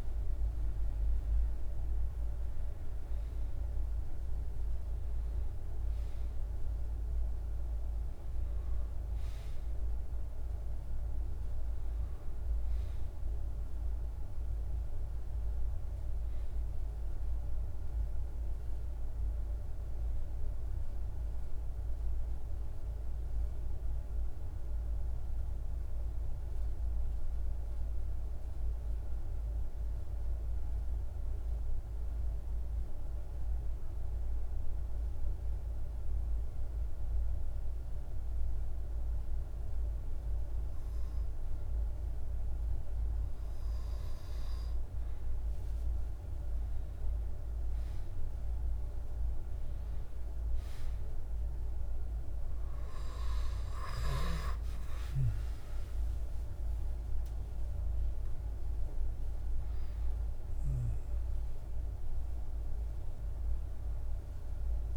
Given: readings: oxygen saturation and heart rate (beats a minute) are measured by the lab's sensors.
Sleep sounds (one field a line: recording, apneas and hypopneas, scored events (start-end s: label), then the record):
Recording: breathing in sleep, hard to hear, by a room microphone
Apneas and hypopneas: 1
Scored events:
0.00-22.00 s: oxygen desaturation (device-marked, oxygen 97% before, 93% lowest, heart rate 50 before, 50 extreme)
5.00-64.97 s: new sleep stage, N2 (light sleep)
26.00-41.50 s: hypopnea (oxygen 97% before, 92% lowest, heart rate 51 before, 50 extreme, up 30 after)
43.00-64.97 s: oxygen desaturation (device-marked, oxygen 97% before, 93% lowest, heart rate 51 before, 51 extreme)
44.50-49.00 s: arousal
From the record:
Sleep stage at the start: N1 (lightest sleep)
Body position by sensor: on the back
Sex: male